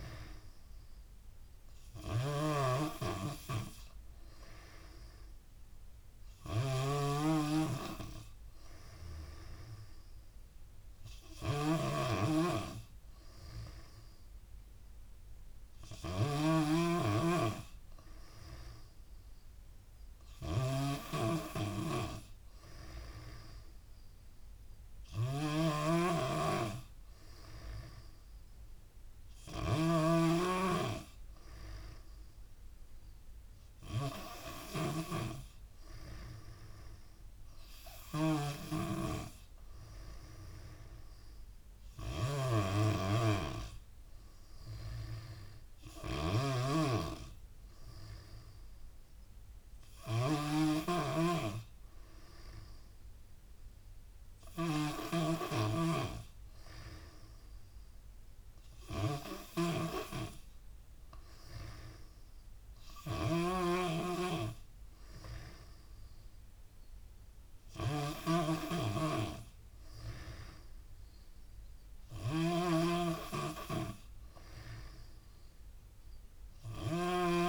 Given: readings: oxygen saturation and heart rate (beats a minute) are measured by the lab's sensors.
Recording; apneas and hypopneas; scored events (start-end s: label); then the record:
breathing in sleep by a room microphone; none
0.00-77.49 s: snoring (device-marked)
35.50-37.50 s: long interval between heartbeats (device-marked, heart rate 83 before, 93 extreme)
58.00-69.00 s: oxygen desaturation (device-marked, oxygen 95% before, 92% lowest, heart rate 86 before, 83 extreme)
From the record:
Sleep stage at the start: N3 (deep sleep); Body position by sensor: on the back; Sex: female